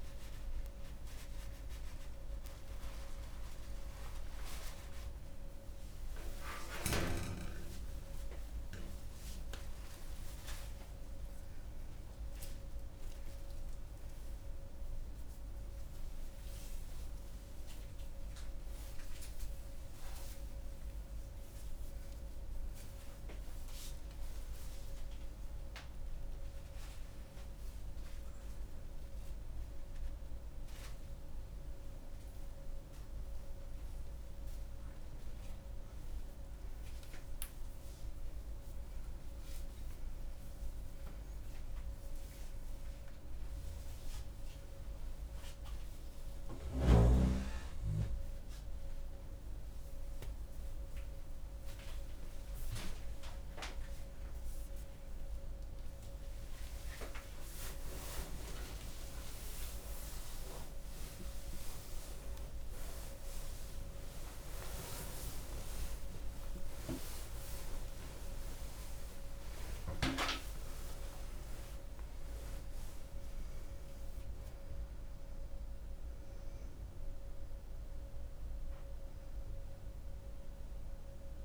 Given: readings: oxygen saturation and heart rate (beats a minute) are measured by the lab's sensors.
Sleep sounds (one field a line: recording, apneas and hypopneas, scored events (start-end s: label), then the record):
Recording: a person awake in a sleep study, by a room microphone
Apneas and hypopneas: none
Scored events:
33.50-42.50 s: oxygen desaturation (device-marked, oxygen 98% before, 95% lowest)
From the record:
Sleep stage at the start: awake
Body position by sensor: upright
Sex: female